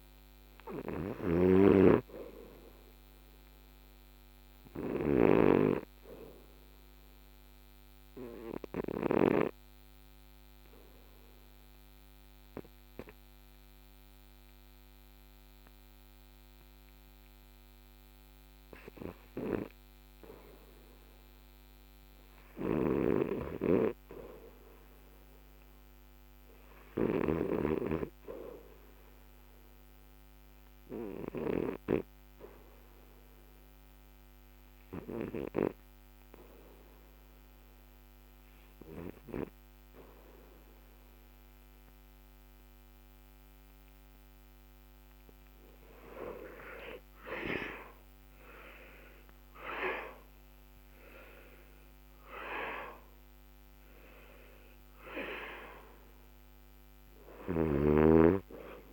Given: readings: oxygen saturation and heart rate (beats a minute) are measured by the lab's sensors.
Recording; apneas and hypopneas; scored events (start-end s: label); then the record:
breathing in sleep by a microphone on the trachea; 2
0.00-5.50 s: snoring (device-marked)
0.00-26.50 s: oxygen desaturation (device-marked, oxygen 89% lowest, heart rate 63 extreme)
7.00-21.50 s: central apnea (oxygen 98% before, 80% lowest, heart rate 68 before, 63 extreme, up 2 after)
31.50-48.50 s: oxygen desaturation (device-marked, oxygen 91% before, 80% lowest, heart rate 66 before, 66 extreme)
34.00-45.50 s: central apnea (oxygen 91% before, 80% lowest, heart rate 66 before, 67 extreme, up 14 after)
49.00-53.50 s: arousal
From the record:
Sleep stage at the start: REM sleep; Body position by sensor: on the back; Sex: male